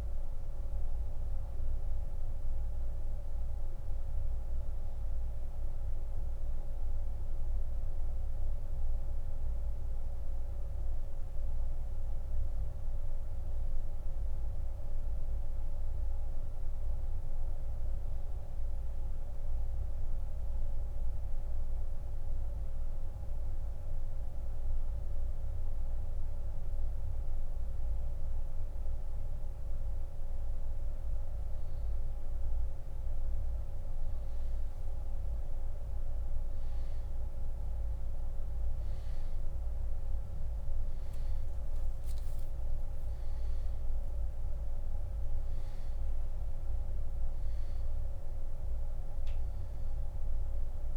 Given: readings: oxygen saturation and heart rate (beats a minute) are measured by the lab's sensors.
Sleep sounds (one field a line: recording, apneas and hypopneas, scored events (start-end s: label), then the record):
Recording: breathing in sleep, hard to hear, by a room microphone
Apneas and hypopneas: 1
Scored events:
0.00-24.00 s: oxygen desaturation (device-marked, oxygen 92% lowest)
6.00-29.50 s: obstructive apnea (oxygen 97% before, 90% lowest)
34.50-38.50 s: arousal
From the record:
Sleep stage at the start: N2 (light sleep)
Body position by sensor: on the back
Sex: male